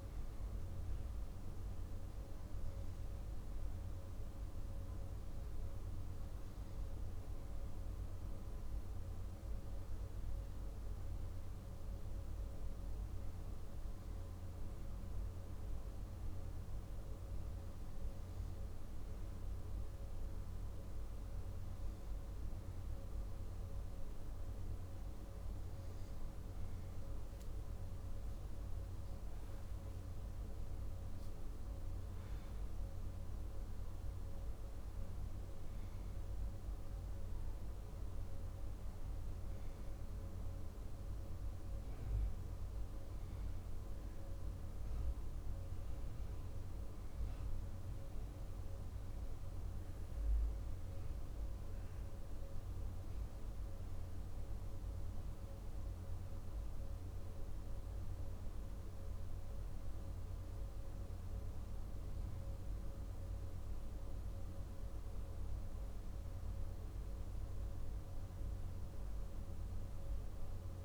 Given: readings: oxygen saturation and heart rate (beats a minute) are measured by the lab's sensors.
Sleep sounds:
breathing in sleep, hard to hear, by a room microphone; none
none scored
From the record:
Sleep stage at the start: N2 (light sleep); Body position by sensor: on the back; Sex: male

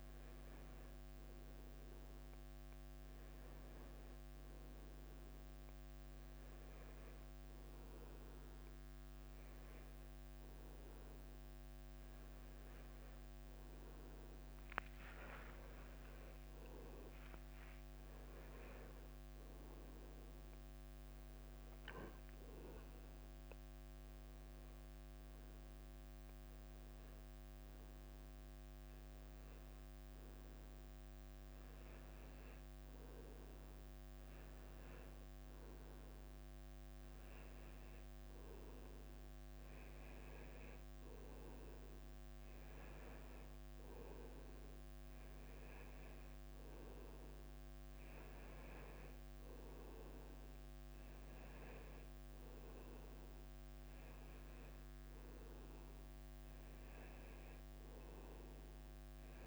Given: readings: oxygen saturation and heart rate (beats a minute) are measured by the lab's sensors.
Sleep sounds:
breathing in sleep, hard to hear, by a microphone on the trachea; none
0.00-9.50 s: tachycardia (device-marked, heart rate 103 extreme)
13.00-18.00 s: arousal
15.50-22.50 s: tachycardia (device-marked, heart rate 99 before, 101 extreme)
42.50-59.47 s: drop in pulse transit time (device-marked, heart rate 100 before, 95 extreme)
46.50-59.47 s: tachycardia (device-marked, heart rate 99 before, 102 extreme)
From the record:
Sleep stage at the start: N1 (lightest sleep); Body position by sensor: on the right side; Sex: male

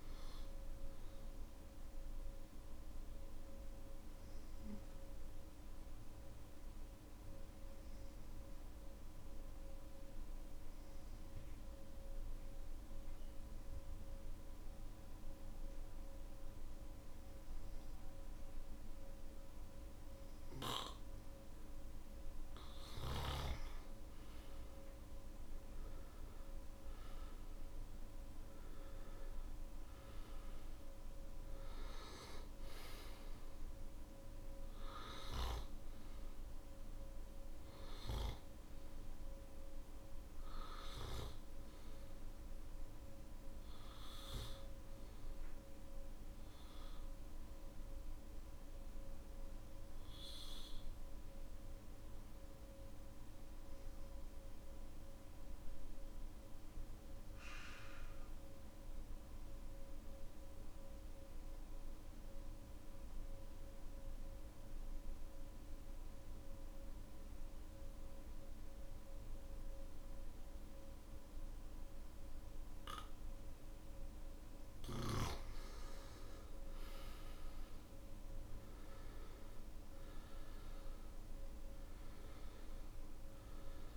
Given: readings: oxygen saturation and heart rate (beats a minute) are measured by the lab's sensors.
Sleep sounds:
breathing in sleep by a room microphone; 2
0.00-11.50 s: oxygen desaturation (device-marked, oxygen 91% lowest, heart rate 54 extreme)
2.00-20.50 s: obstructive apnea (oxygen 98% before, 89% lowest, heart rate 62 before, 54 extreme, up 13 after)
26.50-47.50 s: oxygen desaturation (device-marked, oxygen 98% before, 89% lowest, heart rate 58 before, 52 extreme)
49.00-73.50 s: obstructive apnea (oxygen 97% before, 87% lowest, heart rate 58 before, 53 extreme, up 10 after)
68.50-83.97 s: oxygen desaturation (device-marked, oxygen 98% before, 87% lowest, heart rate 56 before, 54 extreme)
From the record:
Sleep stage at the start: N1 (lightest sleep); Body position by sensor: on the back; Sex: male

